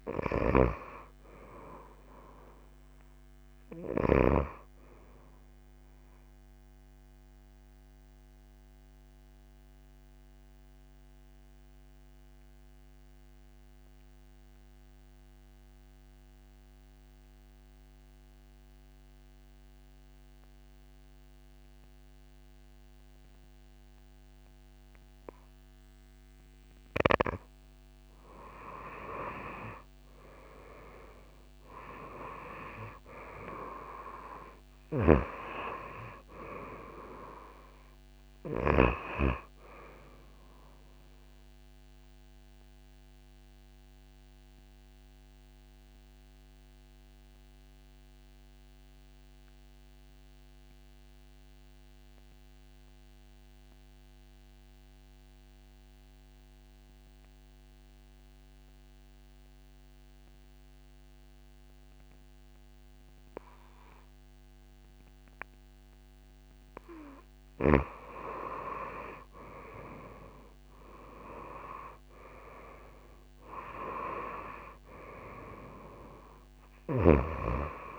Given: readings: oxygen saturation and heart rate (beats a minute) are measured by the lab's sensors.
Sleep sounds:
breathing in sleep by a microphone on the trachea; 2
0.00-16.00 s: oxygen desaturation (device-marked, oxygen 89% lowest)
7.50-27.00 s: obstructive apnea (oxygen 98% before, 87% lowest)
29.00-32.00 s: arousal
29.00-57.00 s: oxygen desaturation (device-marked, oxygen 97% before, 89% lowest)
41.50-65.50 s: obstructive apnea (oxygen 97% before, 87% lowest)
68.00-72.00 s: arousal
69.00-77.99 s: oxygen desaturation (device-marked, oxygen 98% before, 87% lowest)
From the record:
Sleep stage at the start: N2 (light sleep); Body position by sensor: on the back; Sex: female

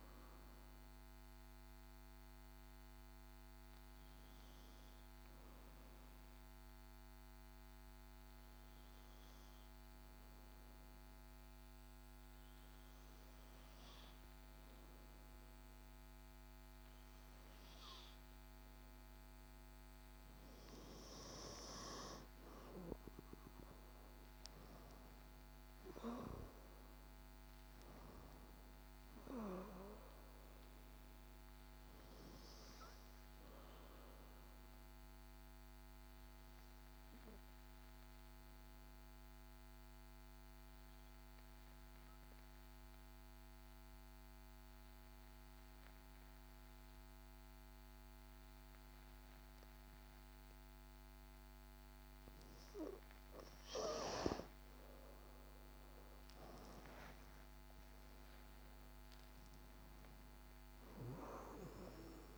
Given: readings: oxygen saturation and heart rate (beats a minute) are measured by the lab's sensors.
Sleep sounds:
breathing in sleep by a microphone on the trachea; 2
0.00-14.50 s: oxygen desaturation (device-marked, oxygen 90% lowest, heart rate 48 extreme)
1.00-20.50 s: obstructive apnea (oxygen 93% before, 90% lowest, heart rate 57 before, 48 extreme, up 11 after)
21.00-25.00 s: arousal
34.00-52.50 s: obstructive apnea (oxygen 97% before, 90% lowest, heart rate 61 before, 53 extreme, up 10 after)
35.50-54.50 s: oxygen desaturation (device-marked, oxygen 96% before, 91% lowest, heart rate 61 before, 52 extreme)
55.50-61.50 s: arousal
From the record:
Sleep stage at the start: N2 (light sleep); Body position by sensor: on the back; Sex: female

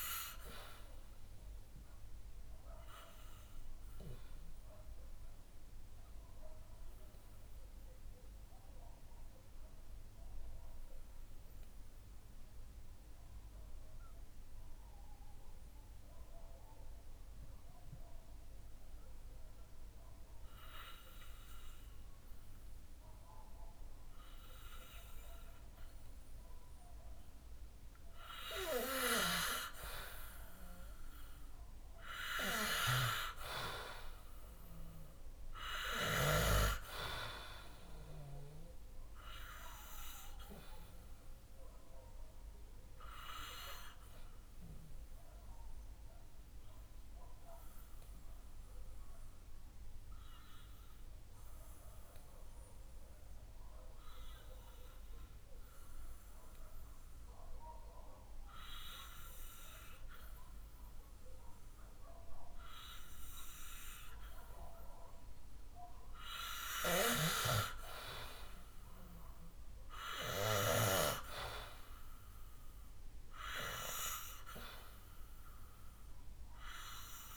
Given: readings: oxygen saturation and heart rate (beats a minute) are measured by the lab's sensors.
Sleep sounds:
breathing in sleep by a room microphone; 2
0.00-20.50 s: oxygen desaturation (device-marked, oxygen 91% lowest, heart rate 57 extreme)
3.50-28.00 s: obstructive apnea (oxygen 99% before, 91% lowest, heart rate 64 before, 57 extreme, up 5 after)
33.50-37.50 s: arousal
36.50-57.50 s: oxygen desaturation (device-marked, oxygen 96% before, 91% lowest, heart rate 62 before, 60 extreme)
42.00-64.00 s: obstructive apnea (oxygen 97% before, 91% lowest, heart rate 64 before, 60 extreme, up 4 after)
66.00-69.50 s: arousal
68.50-77.37 s: oxygen desaturation (device-marked, oxygen 97% before, 92% lowest, heart rate 62 before, 61 extreme)
From the record:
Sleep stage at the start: N2 (light sleep); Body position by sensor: on the back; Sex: male

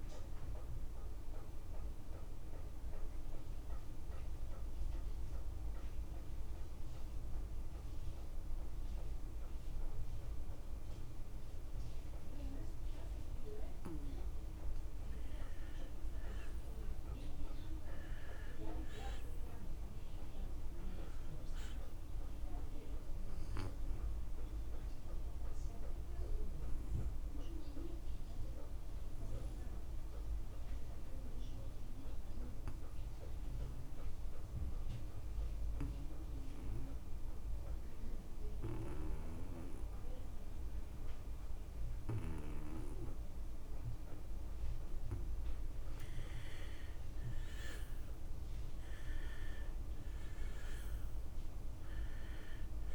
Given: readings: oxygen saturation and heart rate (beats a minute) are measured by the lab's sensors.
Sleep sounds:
breathing in sleep by a room microphone; 2
0.00-15.50 s: oxygen desaturation (device-marked, oxygen 87% lowest)
2.50-15.50 s: central apnea (oxygen 95% before, 84% lowest)
6.50-8.50 s: long interval between heartbeats (device-marked)
14.50-16.50 s: long interval between heartbeats (device-marked)
17.50-19.50 s: long interval between heartbeats (device-marked)
18.00-21.50 s: arousal
20.50-22.50 s: long interval between heartbeats (device-marked, heart rate 30 before, 39 extreme)
28.00-46.50 s: mixed apnea (oxygen 97% before, 84% lowest)
29.50-44.50 s: oxygen desaturation (device-marked, oxygen 97% before, 91% lowest)
31.00-33.00 s: long interval between heartbeats (device-marked, heart rate 36 before, 37 extreme)
34.50-36.50 s: long interval between heartbeats (device-marked, heart rate 37 before, 46 extreme)
46.00-48.00 s: long interval between heartbeats (device-marked, heart rate 38 before, 58 extreme)
48.50-52.00 s: arousal
51.50-52.95 s: oxygen desaturation (device-marked, oxygen 95% before, 84% lowest)
From the record:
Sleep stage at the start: N2 (light sleep); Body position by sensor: on the back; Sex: male

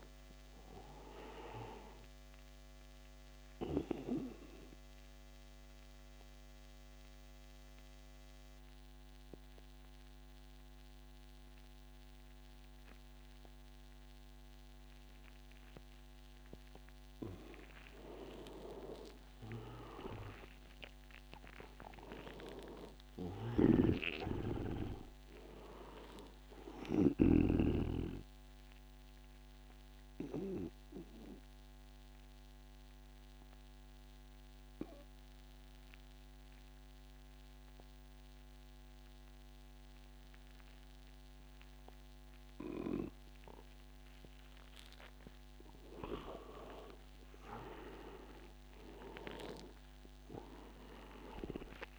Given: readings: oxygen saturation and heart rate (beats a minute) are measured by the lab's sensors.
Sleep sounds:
breathing in sleep by a microphone on the trachea; 2
0.00-16.50 s: oxygen desaturation (device-marked, oxygen 91% lowest, heart rate 83 extreme)
3.50-17.50 s: obstructive apnea (oxygen 100% before, 89% lowest, heart rate 85 before, 83 extreme, up 11 after)
19.50-23.00 s: arousal
23.50-27.50 s: snoring (device-marked)
27.50-38.50 s: oxygen desaturation (device-marked, oxygen 97% before, 92% lowest, heart rate 89 before, 83 extreme)
28.50-46.00 s: obstructive apnea (oxygen 97% before, 88% lowest, heart rate 89 before, 83 extreme, up 10 after)
47.00-51.50 s: arousal
49.50-51.99 s: oxygen desaturation (device-marked, oxygen 97% before, 89% lowest, heart rate 87 before, 82 extreme)
From the record:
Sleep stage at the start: N2 (light sleep); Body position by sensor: on the right side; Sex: male

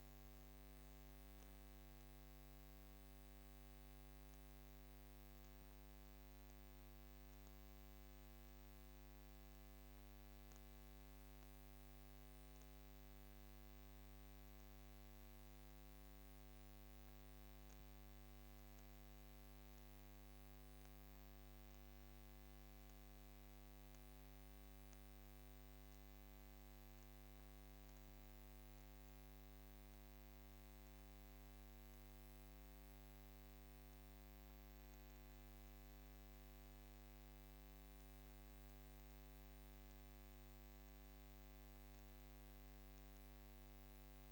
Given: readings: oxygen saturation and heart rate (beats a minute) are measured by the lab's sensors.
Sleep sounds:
breathing in sleep, hard to hear, by a microphone on the trachea; none
none scored
From the record:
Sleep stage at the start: N1 (lightest sleep); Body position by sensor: on the back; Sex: female

